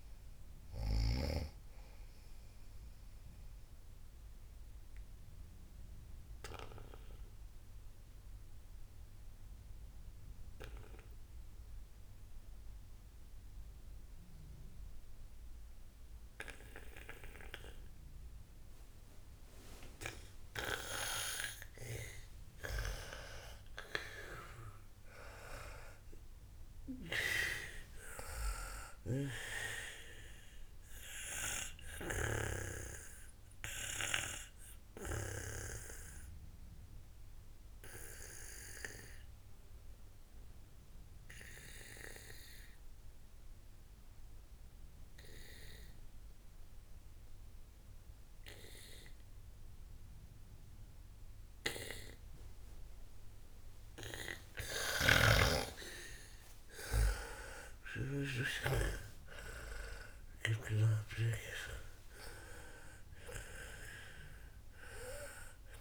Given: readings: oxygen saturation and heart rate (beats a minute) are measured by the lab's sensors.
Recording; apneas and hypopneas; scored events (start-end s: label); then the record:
breathing in sleep by a room microphone; 2
0.00-11.50 s: oxygen desaturation (device-marked, oxygen 91% lowest, heart rate 55 extreme)
3.00-22.00 s: obstructive apnea (oxygen 98% before, 91% lowest, heart rate 71 before, 53 extreme, up 14 after)
23.50-28.00 s: arousal
24.50-30.50 s: oxygen desaturation (device-marked, oxygen 98% before, 95% lowest, heart rate 59 before, 53 extreme)
29.50-36.00 s: snoring (device-marked)
31.00-55.00 s: obstructive apnea (oxygen 98% before, 92% lowest, heart rate 62 before, 53 extreme)
55.50-59.00 s: snoring (device-marked)
56.00-61.50 s: arousal
62.50-65.81 s: oxygen desaturation (device-marked, oxygen 98% before, 93% lowest, heart rate 72 before, 56 extreme)
From the record:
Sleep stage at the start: N2 (light sleep); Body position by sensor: on the back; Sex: female